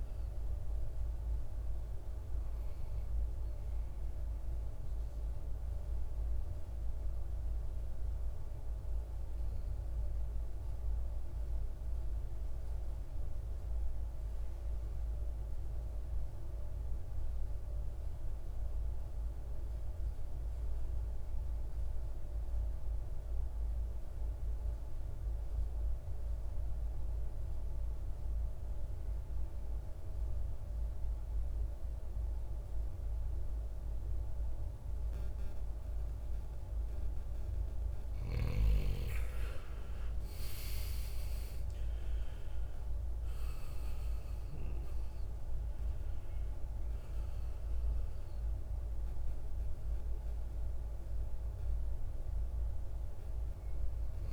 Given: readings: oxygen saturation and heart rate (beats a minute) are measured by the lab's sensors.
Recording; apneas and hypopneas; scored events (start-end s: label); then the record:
breathing in sleep, hard to hear, by a room microphone; 1
0.00-11.50 s: oxygen desaturation (device-marked, oxygen 90% lowest, heart rate 53 extreme)
3.00-37.50 s: obstructive apnea (oxygen 98% before, 85% lowest, heart rate 66 before, 52 extreme, up 21 after)
29.50-54.33 s: oxygen desaturation (device-marked, oxygen 99% before, 85% lowest, heart rate 54 before, 52 extreme)
40.00-45.00 s: arousal
From the record:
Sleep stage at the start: N2 (light sleep); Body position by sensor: on the right side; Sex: male